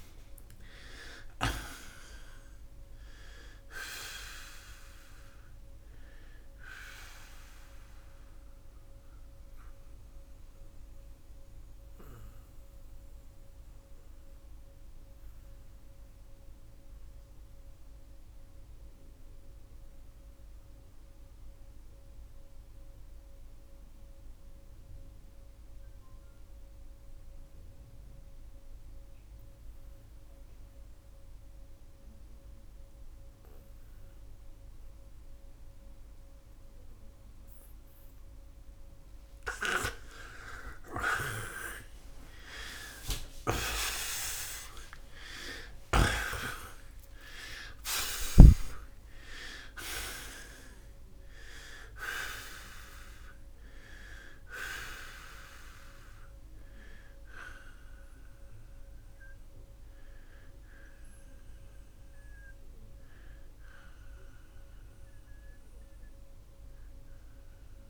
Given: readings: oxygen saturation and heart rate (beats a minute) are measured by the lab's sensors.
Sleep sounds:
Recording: breathing in sleep by a room microphone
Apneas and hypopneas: 1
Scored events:
6.50-39.50 s: oxygen desaturation (device-marked, oxygen 93% before, 84% lowest, heart rate 82 before, 65 extreme)
7.00-39.50 s: mixed apnea (oxygen 94% before, 82% lowest, heart rate 82 before, 65 extreme)
41.50-47.50 s: arousal
47.50-67.90 s: new sleep stage, N1 (lightest sleep)
From the record:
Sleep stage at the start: N2 (light sleep)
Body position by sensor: on the right side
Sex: male

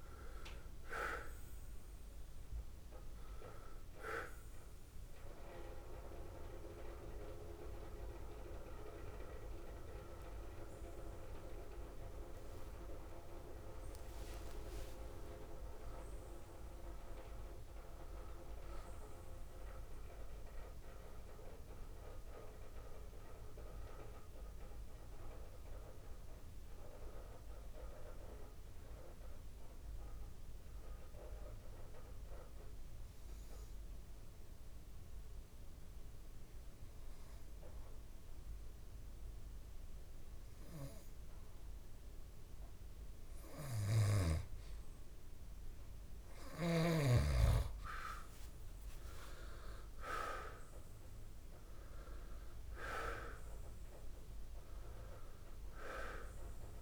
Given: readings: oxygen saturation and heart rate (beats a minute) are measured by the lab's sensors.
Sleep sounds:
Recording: breathing in sleep by a room microphone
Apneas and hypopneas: 1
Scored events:
0.00-18.50 s: oxygen desaturation (device-marked, oxygen 84% lowest, heart rate 64 extreme)
13.50-18.50 s: arousal
23.50-41.00 s: mixed apnea (oxygen 99% before, 87% lowest, heart rate 94 before, 62 extreme, up 10 after)
40.50-56.82 s: oxygen desaturation (device-marked, oxygen 98% before, 87% lowest, heart rate 68 before, 62 extreme)
43.00-46.50 s: arousal
From the record:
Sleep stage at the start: N2 (light sleep)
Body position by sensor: on the back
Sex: male

